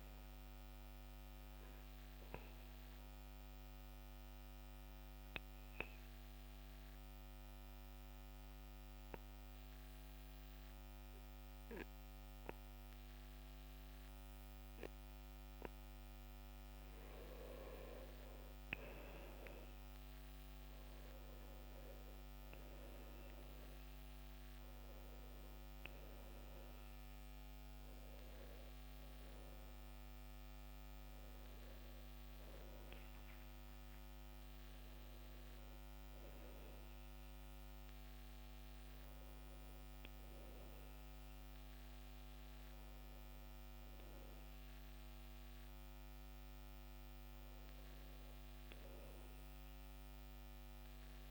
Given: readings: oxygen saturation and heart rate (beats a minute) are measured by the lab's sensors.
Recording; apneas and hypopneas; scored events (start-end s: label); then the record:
breathing in sleep by a microphone on the trachea; 1
0.50-17.00 s: obstructive apnea (oxygen 97% before, 90% lowest, heart rate 64 before, 63 extreme, up 12 after)
19.00-23.50 s: arousal
37.00-51.31 s: oxygen desaturation (device-marked, oxygen 95% before, 90% lowest, heart rate 72 before, 63 extreme)
From the record:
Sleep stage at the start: N2 (light sleep); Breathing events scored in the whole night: 164 in 3.0 hours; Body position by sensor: on the back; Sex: male